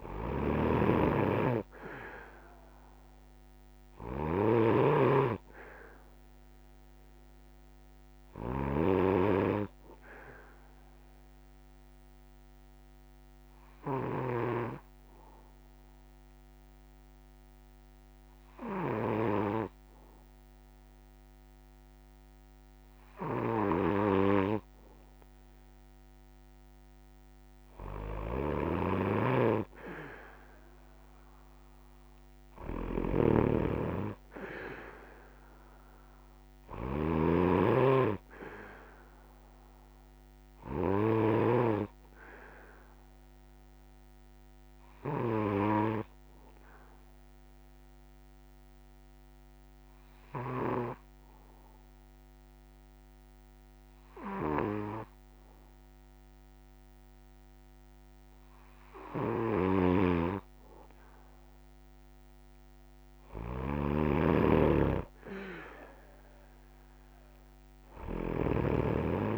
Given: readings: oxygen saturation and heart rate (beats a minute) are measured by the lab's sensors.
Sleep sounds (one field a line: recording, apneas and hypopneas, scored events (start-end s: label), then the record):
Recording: breathing in sleep by a microphone on the trachea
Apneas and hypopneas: 2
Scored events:
0.00-14.00 s: snoring (device-marked)
7.00-25.00 s: oxygen desaturation (device-marked, oxygen 97% before, 92% lowest, heart rate 156 before, 55 extreme)
10.50-25.00 s: hypopnea (oxygen 97% before, 91% lowest, heart rate 142 before, 55 extreme)
23.00-50.50 s: snoring (device-marked)
38.00-59.00 s: oxygen desaturation (device-marked, oxygen 97% before, 92% lowest, heart rate 118 before, 64 extreme)
45.50-59.00 s: obstructive apnea (oxygen 97% before, 91% lowest, heart rate 113 before, 64 extreme, up 1 after)
59.00-69.38 s: snoring (device-marked)
From the record:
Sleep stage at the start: N1 (lightest sleep)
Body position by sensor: on the back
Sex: male